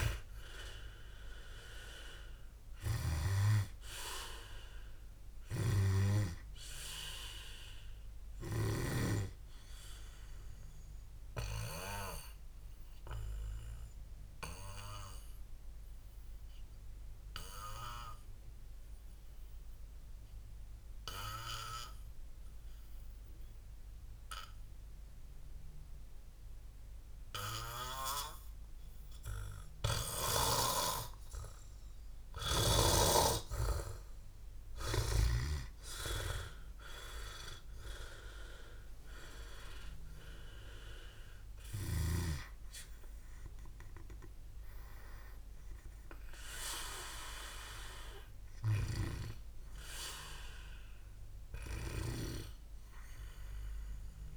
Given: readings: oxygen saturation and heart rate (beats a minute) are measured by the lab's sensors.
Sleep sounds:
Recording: breathing in sleep by a room microphone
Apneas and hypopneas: 1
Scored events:
0.00-1.50 s: arousal
0.00-4.50 s: oxygen desaturation (device-marked, oxygen 88% lowest, heart rate 59 extreme)
12.00-32.00 s: obstructive apnea (oxygen 95% before, 88% lowest, heart rate 76 before, 59 extreme, up 14 after)
34.50-38.00 s: arousal
34.50-54.37 s: oxygen desaturation (device-marked, oxygen 100% before, 88% lowest, heart rate 61 before, 59 extreme)
From the record:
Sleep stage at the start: N2 (light sleep)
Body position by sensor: on the back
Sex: male

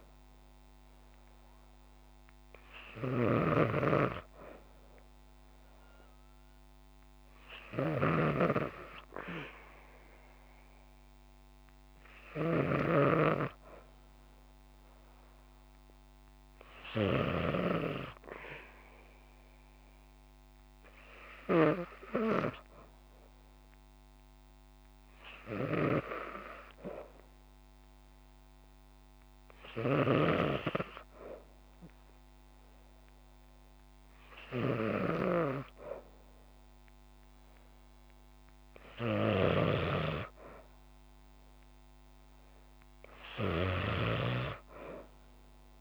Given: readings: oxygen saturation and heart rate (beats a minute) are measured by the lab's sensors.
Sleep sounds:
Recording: breathing in sleep by a microphone on the trachea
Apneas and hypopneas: none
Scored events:
0.00-17.00 s: snoring (device-marked)
25.00-29.50 s: snoring (device-marked)
38.50-43.50 s: snoring (device-marked)
From the record:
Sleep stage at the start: N2 (light sleep)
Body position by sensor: on the back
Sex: female

